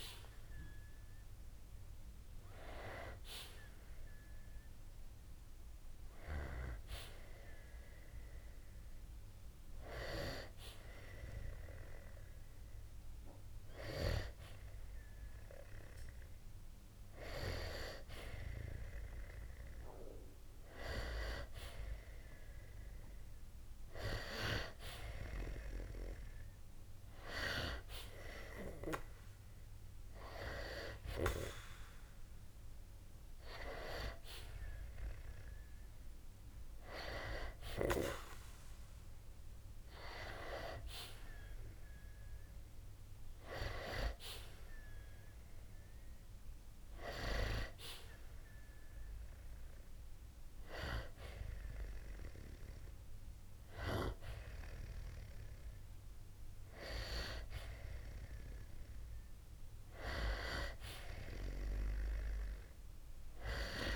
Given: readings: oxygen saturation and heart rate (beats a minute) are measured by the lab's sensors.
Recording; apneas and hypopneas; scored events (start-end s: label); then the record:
breathing in sleep by a room microphone; none
none scored
From the record:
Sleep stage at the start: N2 (light sleep); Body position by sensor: on the back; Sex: male